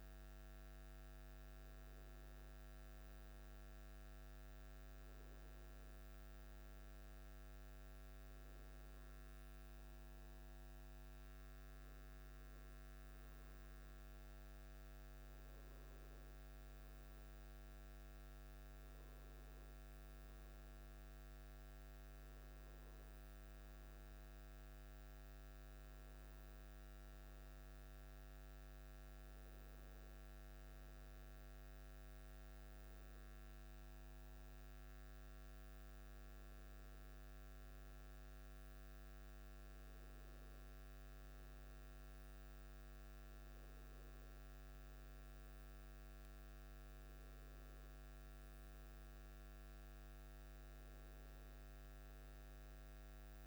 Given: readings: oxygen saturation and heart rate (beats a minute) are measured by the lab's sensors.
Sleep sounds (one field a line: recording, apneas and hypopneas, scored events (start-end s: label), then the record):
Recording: breathing in sleep, hard to hear, by a microphone on the trachea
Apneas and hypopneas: none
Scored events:
none scored
From the record:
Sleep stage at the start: N1 (lightest sleep)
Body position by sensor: on the back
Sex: male